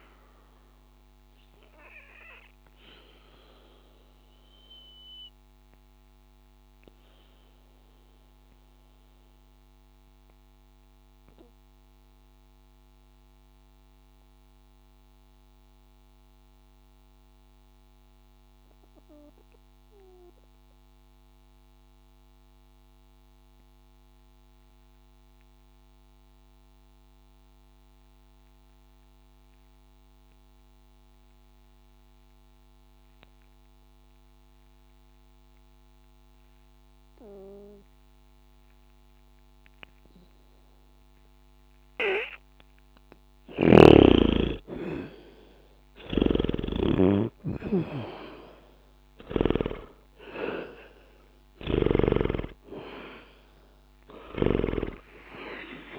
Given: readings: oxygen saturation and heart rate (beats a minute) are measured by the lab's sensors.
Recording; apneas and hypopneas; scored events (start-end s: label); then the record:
breathing in sleep by a microphone on the trachea; 1
0.50-43.00 s: obstructive apnea (oxygen 98% before, 78% lowest, heart rate 63 before, 60 extreme, up 0 after)
9.50-23.50 s: oxygen desaturation (device-marked, oxygen 93% before, 85% lowest, heart rate 63 before, 60 extreme)
40.50-55.99 s: oxygen desaturation (device-marked, oxygen 99% before, 92% lowest, heart rate 60 before, 60 extreme)
46.00-52.00 s: snoring (device-marked)
50.00-55.00 s: arousal
From the record:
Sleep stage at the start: N2 (light sleep); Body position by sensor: on the back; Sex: male